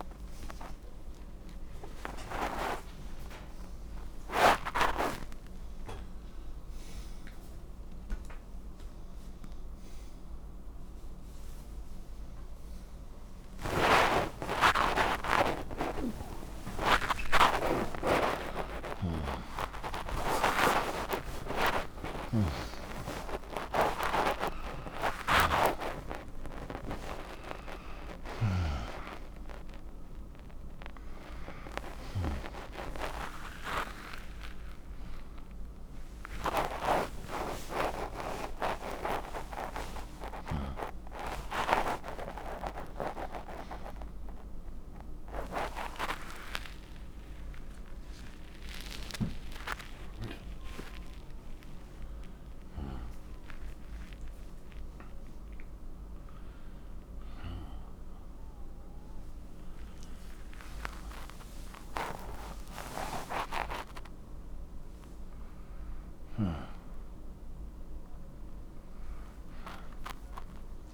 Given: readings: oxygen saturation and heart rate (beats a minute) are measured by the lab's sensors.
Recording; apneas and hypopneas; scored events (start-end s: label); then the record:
a person awake in a sleep study, by a room microphone; none
10.00-51.00 s: oxygen desaturation (device-marked, oxygen 97% before, 86% lowest, heart rate 132 before, 58 extreme)
From the record:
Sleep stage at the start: awake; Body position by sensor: on the right side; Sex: male